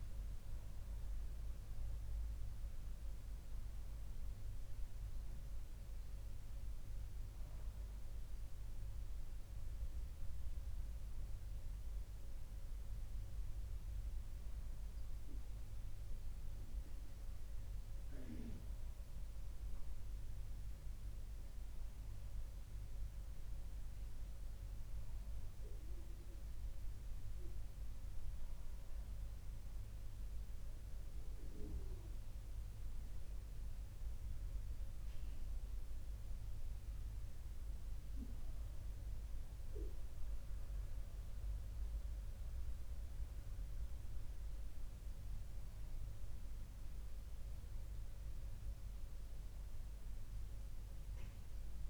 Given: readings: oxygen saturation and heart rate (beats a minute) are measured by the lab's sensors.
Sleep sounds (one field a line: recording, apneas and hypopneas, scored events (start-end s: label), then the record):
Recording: breathing in sleep, hard to hear, by a room microphone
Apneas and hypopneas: none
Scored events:
32.00-51.90 s: new sleep stage, N2 (light sleep)
From the record:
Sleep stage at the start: N1 (lightest sleep)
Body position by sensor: on the left side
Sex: male